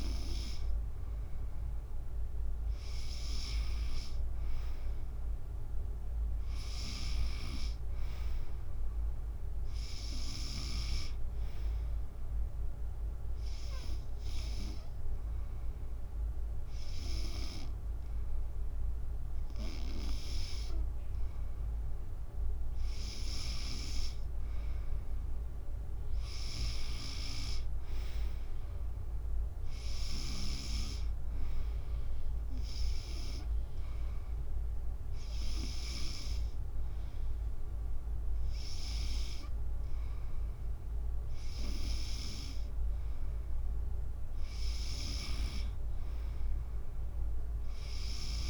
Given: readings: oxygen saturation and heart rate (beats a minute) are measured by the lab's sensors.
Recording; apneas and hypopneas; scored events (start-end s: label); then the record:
breathing in sleep by a room microphone; 1
12.50-23.00 s: hypopnea (oxygen 94% before, 92% lowest, heart rate 73 before, 72 extreme, up 2 after)
25.50-29.00 s: arousal
From the record:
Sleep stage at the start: N2 (light sleep); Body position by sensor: on the back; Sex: female